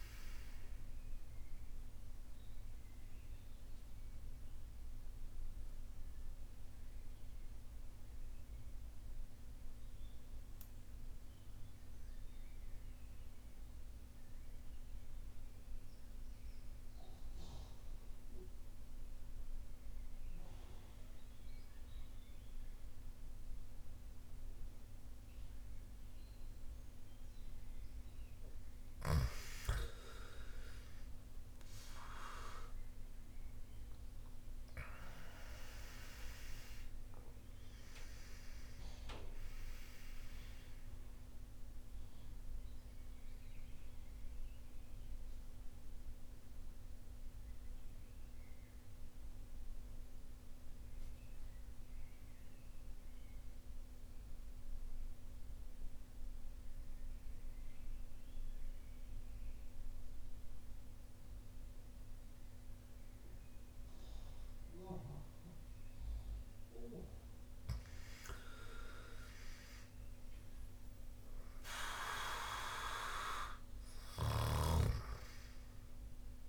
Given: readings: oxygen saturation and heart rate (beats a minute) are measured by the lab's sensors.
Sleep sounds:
breathing in sleep by a room microphone; 2
0.00-22.50 s: oxygen desaturation (device-marked, oxygen 84% lowest)
2.00-26.50 s: obstructive apnea (oxygen 99% before, 84% lowest)
29.50-34.00 s: arousal
29.50-61.50 s: oxygen desaturation (device-marked, oxygen 99% before, 85% lowest)
41.00-65.50 s: central apnea (oxygen 99% before, 85% lowest)
68.00-71.50 s: arousal
69.50-76.49 s: oxygen desaturation (device-marked, oxygen 99% before, 86% lowest)
From the record:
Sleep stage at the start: N2 (light sleep); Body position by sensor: on the back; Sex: male

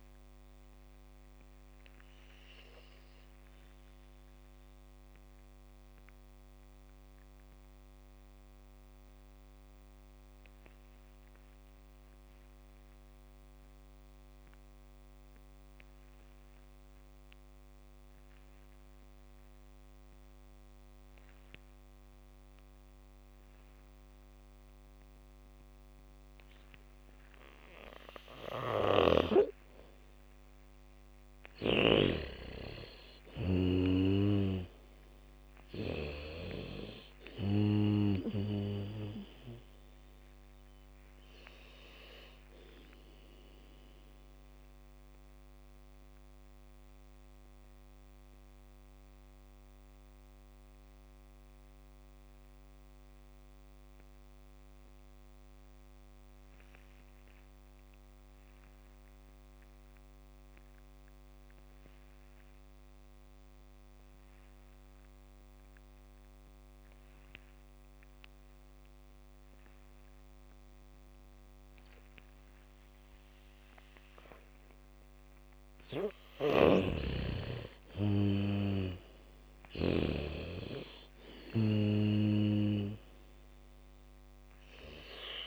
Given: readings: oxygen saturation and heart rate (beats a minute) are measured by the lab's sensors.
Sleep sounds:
breathing in sleep by a microphone on the trachea; 2
0.00-12.50 s: oxygen desaturation (device-marked, oxygen 82% lowest, heart rate 45 extreme)
2.50-31.50 s: mixed apnea (oxygen 99% before, 81% lowest, heart rate 68 before, 45 extreme, up 0 after)
24.50-54.50 s: oxygen desaturation (device-marked, oxygen 99% before, 81% lowest, heart rate 76 before, 45 extreme)
29.00-32.50 s: snoring (device-marked)
29.50-35.50 s: bradycardia (device-marked, heart rate 75 before, 45 extreme)
33.50-37.50 s: arousal
42.50-75.50 s: mixed apnea (oxygen 99% before, 79% lowest, heart rate 64 before, 46 extreme)
68.50-81.50 s: bradycardia (device-marked, heart rate 74 before, 46 extreme)
70.50-85.47 s: oxygen desaturation (device-marked, oxygen 99% before, 79% lowest, heart rate 71 before, 46 extreme)
77.00-80.50 s: snoring (device-marked)
78.00-82.50 s: arousal
From the record:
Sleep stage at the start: N2 (light sleep); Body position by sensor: on the back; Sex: female

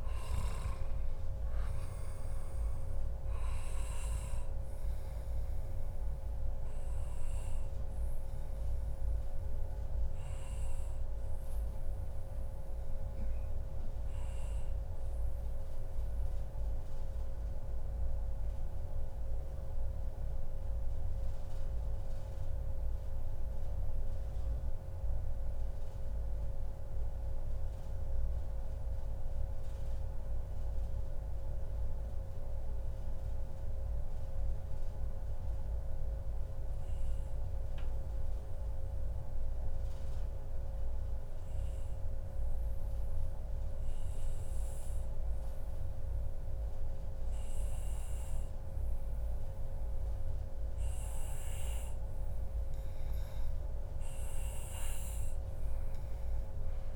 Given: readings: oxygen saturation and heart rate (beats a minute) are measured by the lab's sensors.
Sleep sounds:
breathing in sleep, hard to hear, by a room microphone; 1
0.00-9.50 s: oxygen desaturation (device-marked, oxygen 93% lowest, heart rate 141 extreme)
14.50-50.00 s: mixed apnea (oxygen 97% before, 92% lowest, heart rate 142 before, 132 extreme, up 2 after)
52.00-56.00 s: arousal
From the record:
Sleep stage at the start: N2 (light sleep); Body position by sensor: on the back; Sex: male

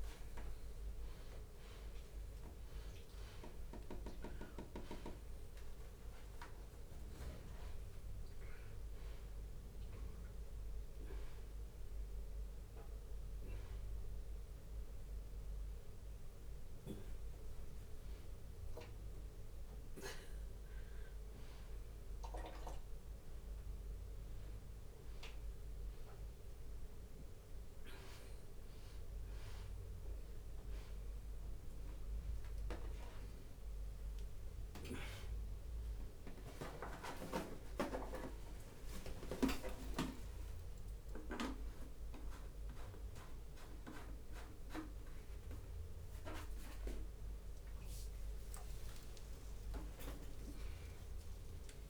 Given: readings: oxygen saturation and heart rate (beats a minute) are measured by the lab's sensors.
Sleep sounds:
a person awake in a sleep study, by a room microphone; none
0.00-1.00 s: long interval between heartbeats (device-marked, heart rate 160 extreme)
0.00-8.50 s: oxygen desaturation (device-marked, oxygen 94% lowest, heart rate 87 extreme)
0.00-12.50 s: tachycardia (device-marked, heart rate 179 extreme)
1.50-3.50 s: long interval between heartbeats (device-marked, heart rate 136 before, 157 extreme)
3.50-5.50 s: long interval between heartbeats (device-marked, heart rate 142 before, 146 extreme)
7.00-9.00 s: long interval between heartbeats (device-marked, heart rate 148 before, 149 extreme)
9.50-11.50 s: long interval between heartbeats (device-marked, heart rate 148 before, 143 extreme)
14.50-22.50 s: oxygen desaturation (device-marked, oxygen 96% before, 93% lowest, heart rate 147 before, 79 extreme)
15.50-25.50 s: tachycardia (device-marked, heart rate 105 before, 119 extreme)
17.00-19.00 s: long interval between heartbeats (device-marked, heart rate 144 before, 99 extreme)
18.50-36.50 s: drop in pulse transit time (device-marked, heart rate 139 before, 87 extreme)
19.00-21.00 s: long interval between heartbeats (device-marked, heart rate 139 before, 107 extreme)
22.00-24.00 s: long interval between heartbeats (device-marked, heart rate 130 before, 109 extreme)
24.00-26.00 s: long interval between heartbeats (device-marked, heart rate 125 before, 108 extreme)
30.00-32.00 s: long interval between heartbeats (device-marked, heart rate 113 before, 88 extreme)
33.00-35.00 s: long interval between heartbeats (device-marked, heart rate 105 before, 88 extreme)
36.50-38.50 s: long interval between heartbeats (device-marked, heart rate 101 before, 96 extreme)
38.50-40.50 s: long interval between heartbeats (device-marked, heart rate 101 before, 94 extreme)
42.00-44.00 s: long interval between heartbeats (device-marked, heart rate 99 before, 84 extreme)
From the record:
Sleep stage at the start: awake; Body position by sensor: upright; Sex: male

